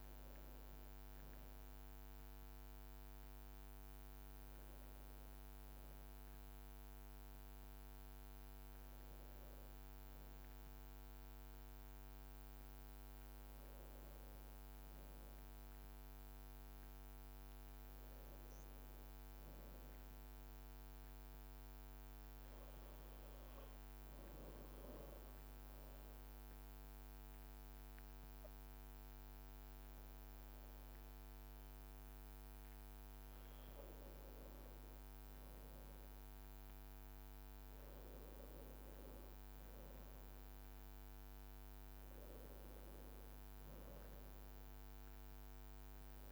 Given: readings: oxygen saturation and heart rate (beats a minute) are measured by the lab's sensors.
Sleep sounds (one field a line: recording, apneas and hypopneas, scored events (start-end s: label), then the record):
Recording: breathing in sleep, hard to hear, by a microphone on the trachea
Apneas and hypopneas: 1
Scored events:
16.50-21.00 s: arousal
23.50-34.00 s: obstructive apnea (oxygen 96% before, 92% lowest, heart rate 57 before, 54 extreme, up 2 after)
35.00-39.00 s: arousal
From the record:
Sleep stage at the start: N2 (light sleep)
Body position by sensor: on the back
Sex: male